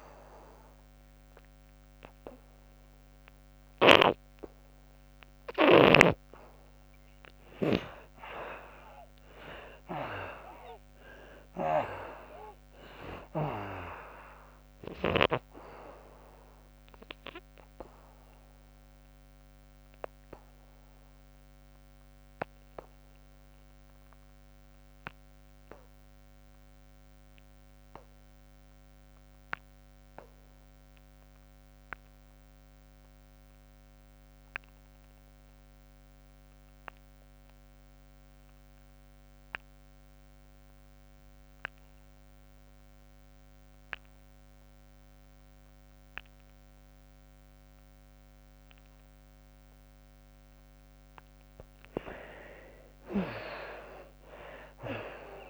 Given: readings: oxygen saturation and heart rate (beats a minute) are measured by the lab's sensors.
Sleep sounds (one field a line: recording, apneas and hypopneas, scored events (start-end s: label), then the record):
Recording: breathing in sleep by a microphone on the trachea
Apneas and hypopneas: 1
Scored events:
0.00-6.50 s: oxygen desaturation (device-marked, oxygen 52% lowest, heart rate 68 extreme)
9.50-14.00 s: arousal
16.50-49.50 s: obstructive apnea (oxygen 79% before, 48% lowest, heart rate 98 before, 57 extreme, up 57 after)
30.50-55.50 s: oxygen desaturation (device-marked, oxygen 91% before, 51% lowest, heart rate 84 before, 57 extreme)
36.50-44.50 s: bradycardia (device-marked, heart rate 85 before, 57 extreme)
41.50-55.50 s: new sleep stage, REM sleep
52.00-55.50 s: arousal
From the record:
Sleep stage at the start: N2 (light sleep)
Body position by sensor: on the back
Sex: female